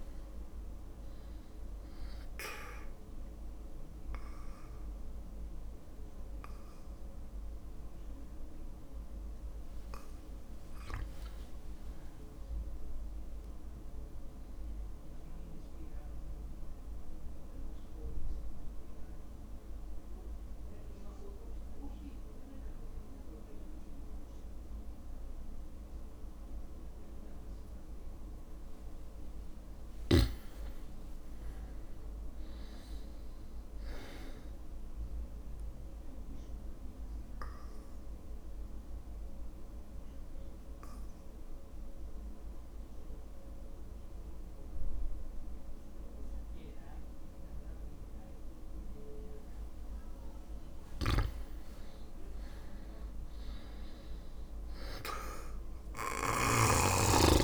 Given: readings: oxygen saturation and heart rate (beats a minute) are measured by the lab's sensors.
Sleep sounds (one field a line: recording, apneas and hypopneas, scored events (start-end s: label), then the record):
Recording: breathing in sleep by a room microphone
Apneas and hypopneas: 2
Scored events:
0.00-2.50 s: drop in pulse transit time (device-marked, heart rate 60 extreme)
4.50-21.50 s: oxygen desaturation (device-marked, oxygen 98% before, 93% lowest, heart rate 59 before, 56 extreme)
12.50-27.50 s: drop in pulse transit time (device-marked, heart rate 59 before, 57 extreme)
16.00-29.00 s: central apnea (oxygen 98% before, 95% lowest, heart rate 58 before, 55 extreme, up 5 after)
30.00-32.00 s: long interval between heartbeats (device-marked, heart rate 58 before, 59 extreme)
31.00-34.50 s: arousal
37.50-50.00 s: obstructive apnea (oxygen 100% before, 96% lowest, heart rate 58 before, 55 extreme, up 5 after)
39.50-57.44 s: oxygen desaturation (device-marked, oxygen 99% before, 96% lowest, heart rate 58 before, 55 extreme)
53.00-56.50 s: arousal
56.00-57.44 s: snoring (device-marked)
From the record:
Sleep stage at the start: N2 (light sleep)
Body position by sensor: on the back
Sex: male